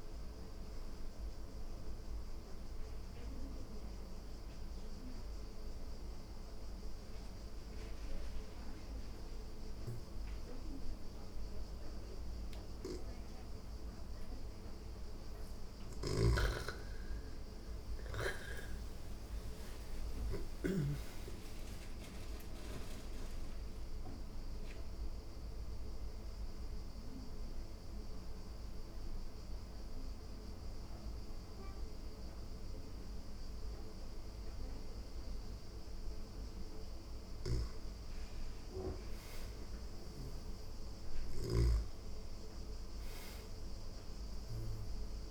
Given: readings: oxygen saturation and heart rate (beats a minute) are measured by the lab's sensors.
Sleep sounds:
breathing in sleep by a room microphone; 2
0.00-11.00 s: oxygen desaturation (device-marked, oxygen 86% lowest)
0.50-15.50 s: mixed apnea (oxygen 98% before, 86% lowest)
12.00-20.00 s: snoring (device-marked)
18.00-21.50 s: arousal
24.00-36.00 s: oxygen desaturation (device-marked, oxygen 97% before, 88% lowest)
26.00-36.00 s: mixed apnea (oxygen 98% before, 88% lowest)
From the record:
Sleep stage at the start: N2 (light sleep); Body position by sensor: on the back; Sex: female

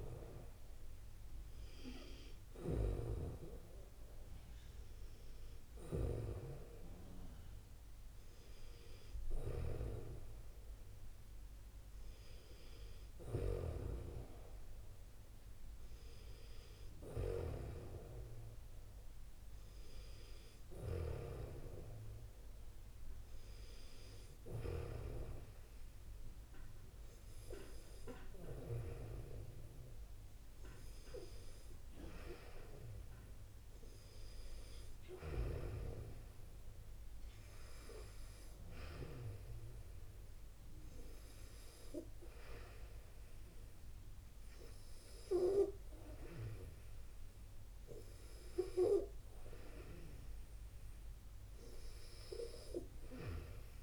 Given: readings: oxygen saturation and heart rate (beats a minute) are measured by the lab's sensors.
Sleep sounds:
breathing in sleep by a room microphone; none
none scored
From the record:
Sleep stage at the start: N2 (light sleep); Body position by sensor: on the back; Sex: female

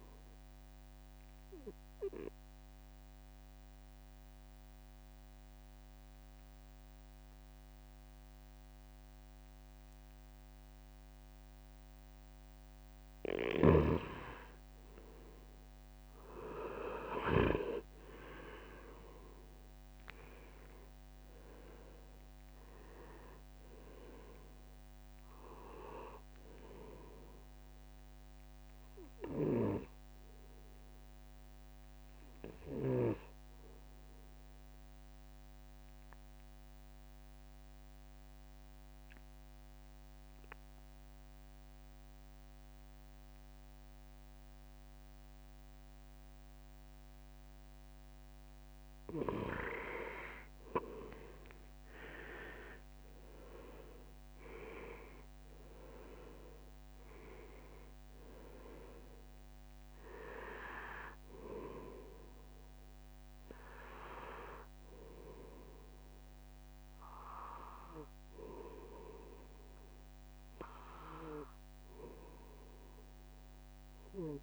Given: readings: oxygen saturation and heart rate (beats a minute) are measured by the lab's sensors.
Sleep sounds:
breathing in sleep by a microphone on the trachea; 2
1.50-13.00 s: obstructive apnea (oxygen 95% before, 93% lowest, heart rate 69 before, 62 extreme, up 8 after)
15.50-20.00 s: arousal
16.50-29.50 s: drop in pulse transit time (device-marked, heart rate 64 before, 67 extreme)
35.00-48.50 s: obstructive apnea (oxygen 96% before, 92% lowest, heart rate 69 before, 66 extreme, up 7 after)
50.50-54.50 s: arousal
50.50-62.50 s: drop in pulse transit time (device-marked, heart rate 67 before, 70 extreme)
53.50-72.50 s: oxygen desaturation (device-marked, oxygen 98% before, 93% lowest, heart rate 68 before, 65 extreme)
From the record:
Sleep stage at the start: N2 (light sleep); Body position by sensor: on the right side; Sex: male

